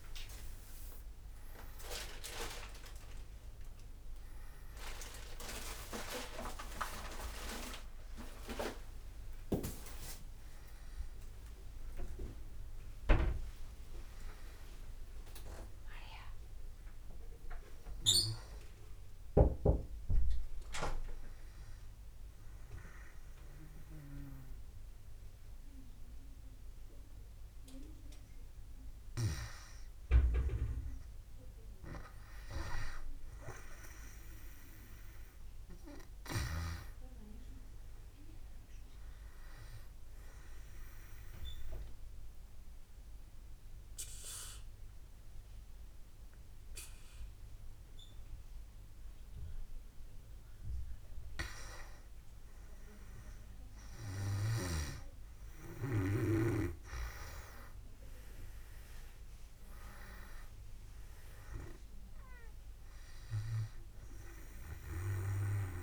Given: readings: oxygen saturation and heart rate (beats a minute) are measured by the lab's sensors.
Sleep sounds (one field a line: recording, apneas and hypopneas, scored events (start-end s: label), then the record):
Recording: breathing in sleep by a room microphone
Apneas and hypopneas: 2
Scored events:
12.00-18.00 s: oxygen desaturation (device-marked, oxygen 98% before, 94% lowest, heart rate 81 before, 64 extreme)
17.00-27.50 s: hypopnea (oxygen 100% before, 92% lowest, heart rate 74 before, 64 extreme, up 1 after)
29.50-33.50 s: arousal
36.00-51.00 s: oxygen desaturation (device-marked, oxygen 100% before, 95% lowest, heart rate 67 before, 64 extreme)
42.00-52.00 s: obstructive apnea (oxygen 100% before, 92% lowest, heart rate 66 before, 64 extreme, up 2 after)
54.00-58.50 s: arousal
60.00-65.83 s: oxygen desaturation (device-marked, oxygen 98% before, 92% lowest, heart rate 69 before, 62 extreme)
From the record:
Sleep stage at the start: N2 (light sleep)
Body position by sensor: on the back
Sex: male